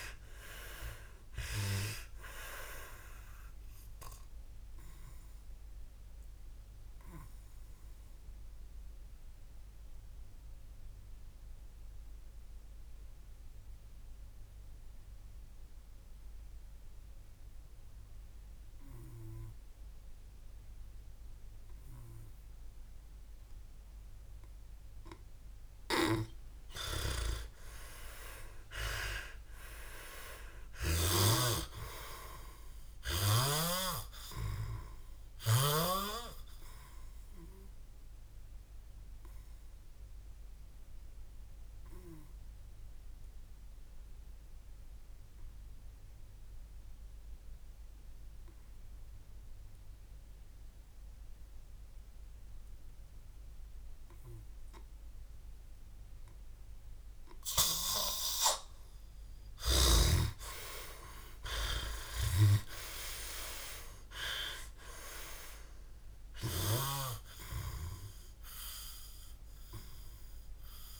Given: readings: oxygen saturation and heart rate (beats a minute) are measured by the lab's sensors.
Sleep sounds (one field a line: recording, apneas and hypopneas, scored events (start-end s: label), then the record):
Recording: breathing in sleep by a room microphone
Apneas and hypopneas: 2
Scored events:
9.00-21.00 s: obstructive apnea (oxygen 95% before, 91% lowest, heart rate 76 before, 56 extreme, up 15 after)
26.00-29.50 s: arousal
40.50-55.00 s: obstructive apnea (oxygen 96% before, 90% lowest, heart rate 65 before, 55 extreme, up 14 after)
53.50-60.50 s: oxygen desaturation (device-marked, oxygen 95% before, 92% lowest, heart rate 59 before, 55 extreme)
60.50-64.50 s: arousal
69.50-71.00 s: oxygen desaturation (device-marked, oxygen 98% before, 91% lowest, heart rate 64 before, 54 extreme)
From the record:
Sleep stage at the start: N2 (light sleep)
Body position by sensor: on the back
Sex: male